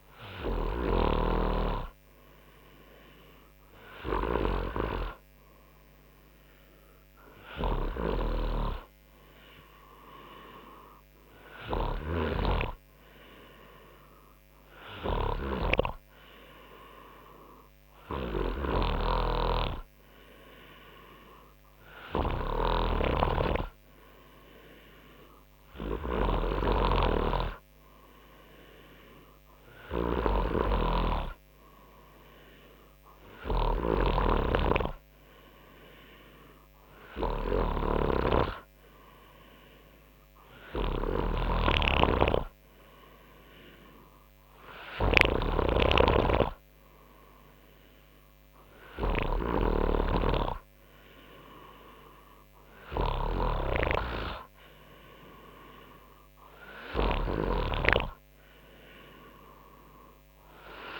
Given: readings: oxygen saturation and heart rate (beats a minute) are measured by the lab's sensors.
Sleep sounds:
breathing in sleep by a microphone on the trachea; none
0.00-1.50 s: snoring (device-marked)
19.00-60.99 s: snoring (device-marked)
From the record:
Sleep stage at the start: N3 (deep sleep); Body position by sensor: on the front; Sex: male

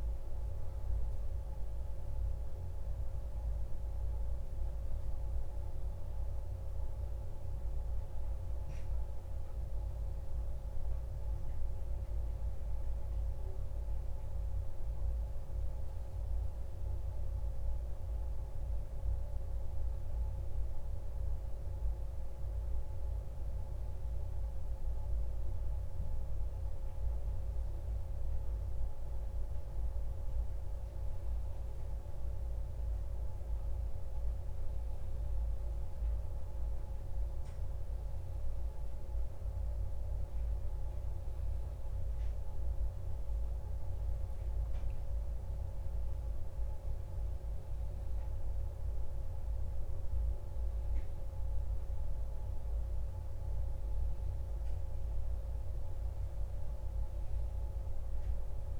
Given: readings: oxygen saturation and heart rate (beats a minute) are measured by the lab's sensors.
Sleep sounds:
breathing in sleep, hard to hear, by a room microphone; none
none scored
From the record:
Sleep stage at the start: N1 (lightest sleep); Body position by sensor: on the back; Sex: male

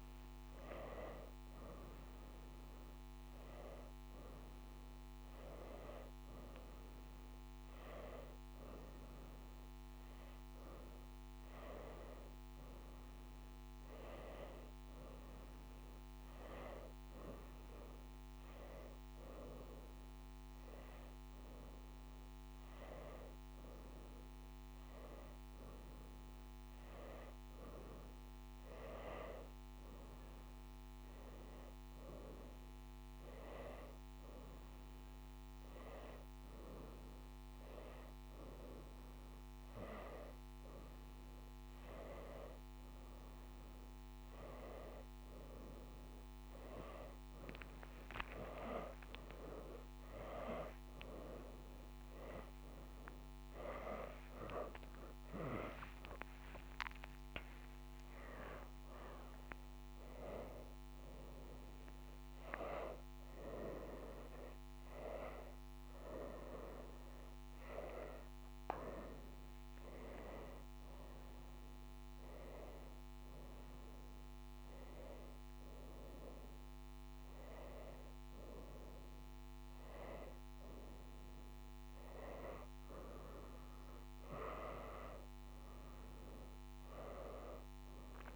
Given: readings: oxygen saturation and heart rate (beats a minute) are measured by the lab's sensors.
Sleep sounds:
a person awake in a sleep study, by a microphone on the trachea; none
79.50-88.36 s: new sleep stage, N2 (light sleep)
From the record:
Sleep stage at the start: awake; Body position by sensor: on the right side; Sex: female

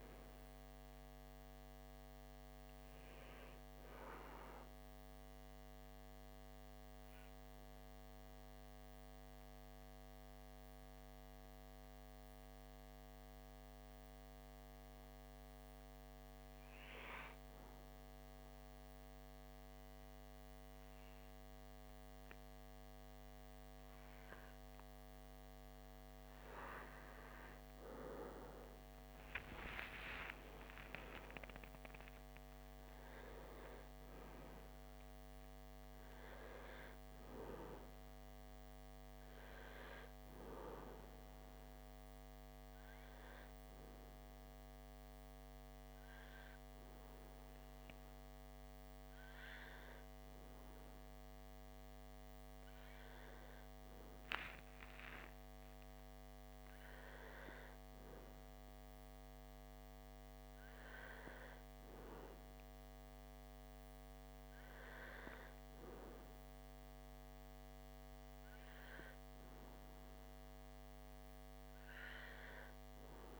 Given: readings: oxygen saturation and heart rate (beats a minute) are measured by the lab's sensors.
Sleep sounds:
breathing in sleep by a microphone on the trachea; 2
0.00-4.50 s: oxygen desaturation (device-marked, oxygen 94% lowest)
5.00-24.50 s: obstructive apnea (oxygen 97% before, 95% lowest, heart rate 39 before, 25 extreme, up 14 after)
27.50-31.50 s: arousal
40.00-51.00 s: hypopnea (oxygen 97% before, 94% lowest)
55.00-59.00 s: arousal
From the record:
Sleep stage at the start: REM sleep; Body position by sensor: on the back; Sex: male

